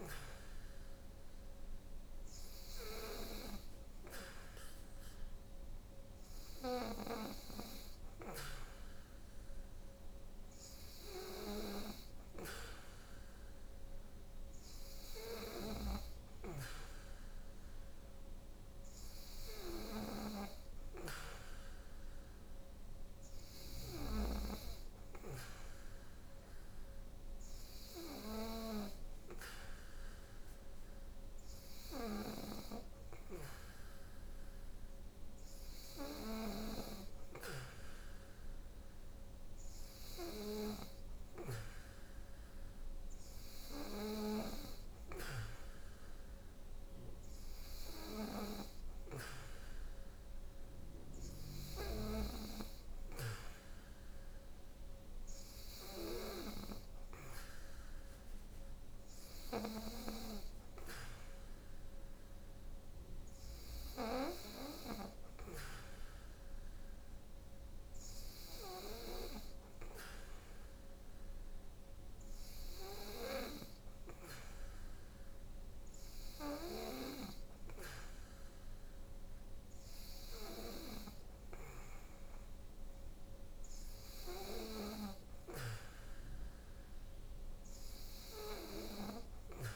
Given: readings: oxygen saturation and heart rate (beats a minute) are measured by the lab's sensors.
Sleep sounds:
breathing in sleep by a room microphone; none
15.50-20.50 s: snoring (device-marked)
From the record:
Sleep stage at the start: N3 (deep sleep); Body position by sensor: on the back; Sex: female

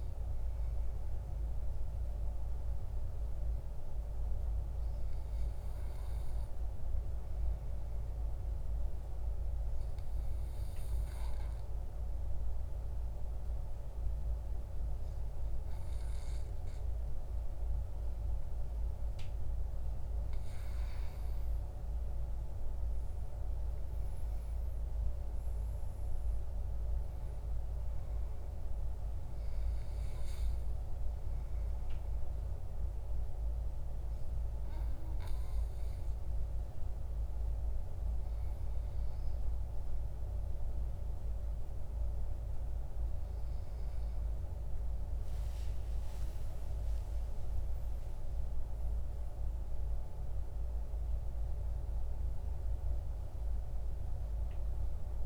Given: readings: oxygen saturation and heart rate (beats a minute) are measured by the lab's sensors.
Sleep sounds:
breathing in sleep, hard to hear, by a room microphone; 1
8.00-20.00 s: obstructive apnea (oxygen 97% before, 92% lowest, heart rate 49 before, 44 extreme, up 14 after)
21.50-25.00 s: arousal
23.00-36.00 s: oxygen desaturation (device-marked, oxygen 96% before, 92% lowest, heart rate 52 before, 44 extreme)
44.00-49.00 s: arousal
From the record:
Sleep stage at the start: N2 (light sleep); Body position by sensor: on the back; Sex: male

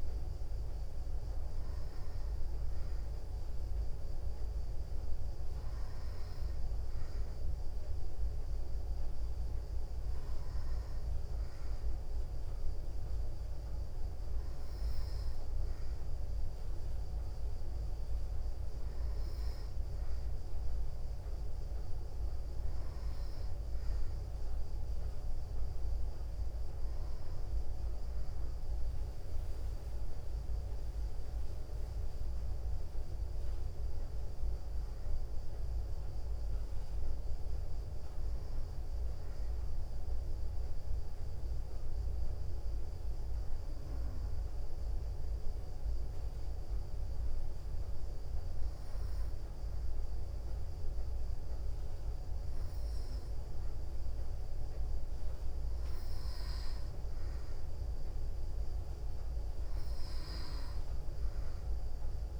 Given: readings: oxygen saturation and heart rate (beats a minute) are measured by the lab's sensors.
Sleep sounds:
breathing in sleep, hard to hear, by a room microphone; 1
35.50-39.00 s: arousal
41.00-54.50 s: hypopnea (oxygen 92% before, 90% lowest, heart rate 62 before, 60 extreme, up 3 after)
56.00-59.50 s: arousal
From the record:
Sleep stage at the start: N2 (light sleep); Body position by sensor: on the back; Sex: female

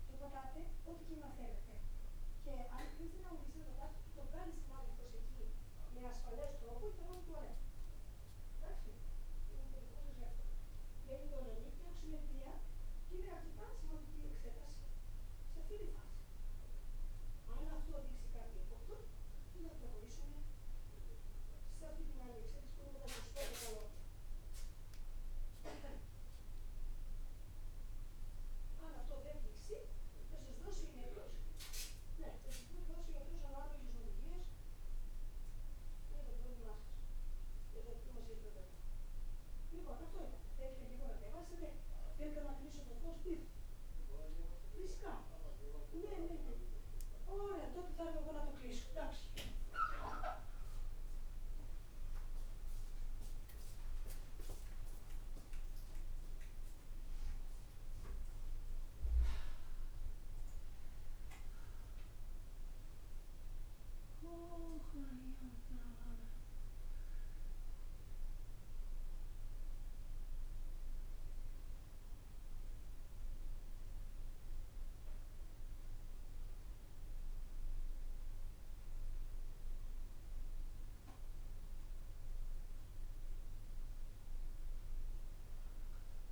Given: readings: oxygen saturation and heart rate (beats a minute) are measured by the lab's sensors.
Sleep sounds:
a person awake in a sleep study, by a room microphone; none
none scored
From the record:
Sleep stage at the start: awake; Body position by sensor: on the back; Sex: male

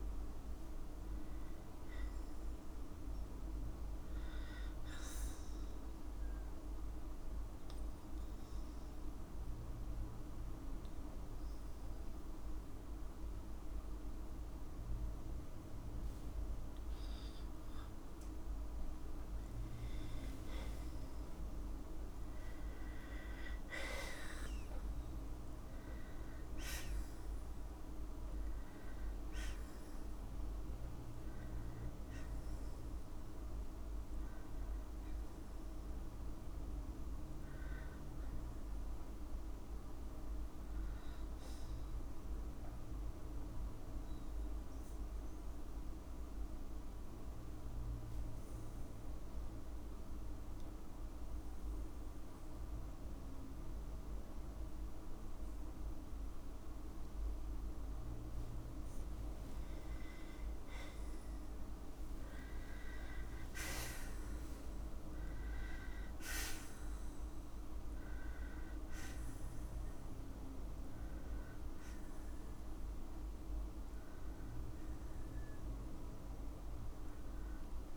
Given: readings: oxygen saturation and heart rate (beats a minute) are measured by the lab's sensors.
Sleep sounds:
breathing in sleep, hard to hear, by a room microphone; 2
0.00-11.50 s: oxygen desaturation (device-marked, oxygen 91% lowest, heart rate 56 extreme)
10.00-21.00 s: obstructive apnea (oxygen 95% before, 92% lowest, heart rate 59 before, 55 extreme, up 6 after)
23.50-28.00 s: arousal
40.50-58.50 s: obstructive apnea (oxygen 95% before, 91% lowest, heart rate 60 before, 55 extreme, up 6 after)
52.50-61.50 s: oxygen desaturation (device-marked, oxygen 96% before, 92% lowest, heart rate 56 before, 54 extreme)
62.50-67.00 s: arousal
From the record:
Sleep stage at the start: N2 (light sleep); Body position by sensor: on the right side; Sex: female

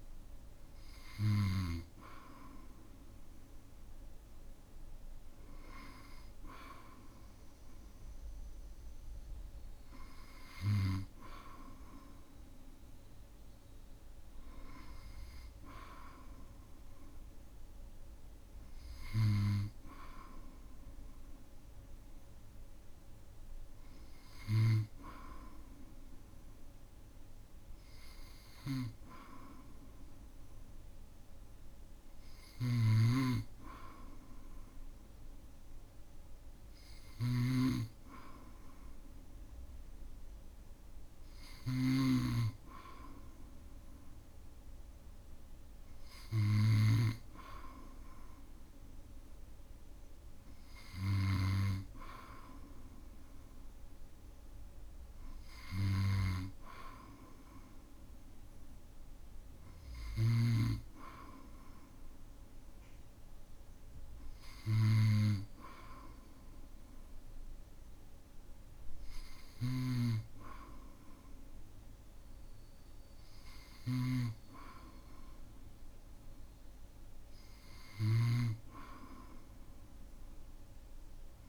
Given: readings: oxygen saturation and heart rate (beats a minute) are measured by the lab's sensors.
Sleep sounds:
breathing in sleep by a room microphone; none
28.50-47.00 s: snoring (device-marked)
69.50-81.49 s: snoring (device-marked)
From the record:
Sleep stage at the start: N2 (light sleep); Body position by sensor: on the back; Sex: male

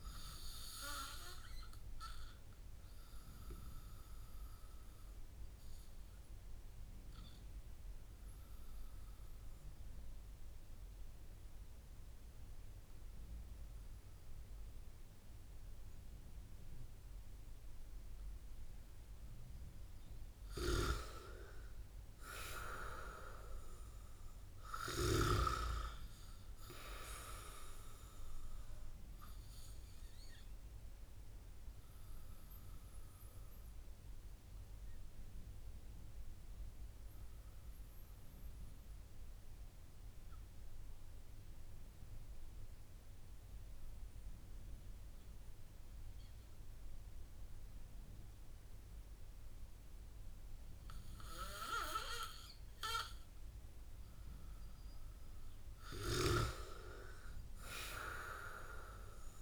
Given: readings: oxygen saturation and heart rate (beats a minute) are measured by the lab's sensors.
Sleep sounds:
breathing in sleep by a room microphone; 2
1.50-18.50 s: obstructive apnea (oxygen 97% before, 93% lowest)
22.00-26.00 s: arousal
30.50-54.00 s: obstructive apnea (oxygen 96% before, 93% lowest)
56.50-59.41 s: arousal
From the record:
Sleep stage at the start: N2 (light sleep); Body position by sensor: on the back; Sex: male

